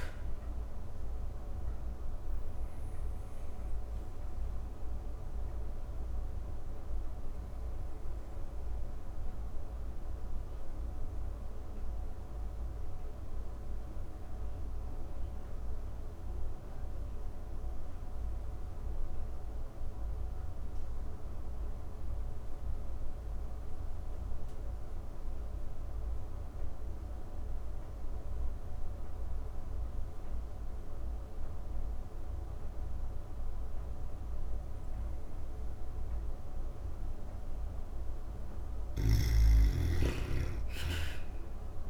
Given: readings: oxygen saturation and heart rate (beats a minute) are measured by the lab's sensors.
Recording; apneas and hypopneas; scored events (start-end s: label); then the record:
breathing in sleep, hard to hear, by a room microphone; 1
0.00-19.00 s: oxygen desaturation (device-marked, oxygen 78% lowest)
8.50-36.50 s: mixed apnea (oxygen 98% before, 77% lowest)
27.00-41.90 s: oxygen desaturation (device-marked, oxygen 99% before, 77% lowest)
38.00-41.00 s: arousal
38.00-41.90 s: snoring (device-marked)
From the record:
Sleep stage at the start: N2 (light sleep); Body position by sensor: on the back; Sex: female